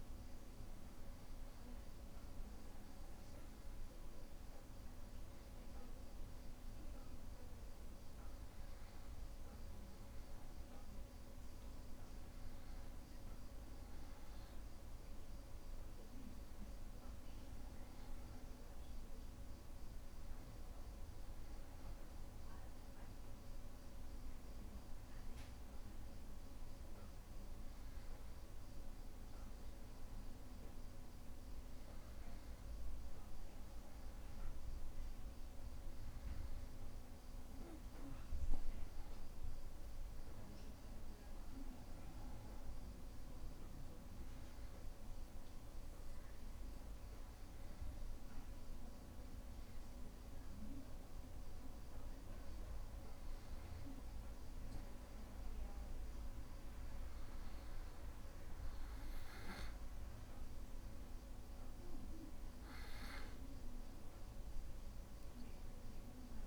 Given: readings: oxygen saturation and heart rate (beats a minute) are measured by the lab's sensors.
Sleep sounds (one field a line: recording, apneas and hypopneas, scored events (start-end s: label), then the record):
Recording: breathing in sleep, hard to hear, by a room microphone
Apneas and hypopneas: 1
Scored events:
39.50-43.50 s: arousal
40.00-66.47 s: new sleep stage, N1 (lightest sleep)
44.50-55.50 s: obstructive apnea (oxygen 94% before, 90% lowest, heart rate 62 before, 61 extreme, up 0 after)
58.00-62.50 s: arousal
From the record:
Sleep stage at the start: N2 (light sleep)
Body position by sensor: on the back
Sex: male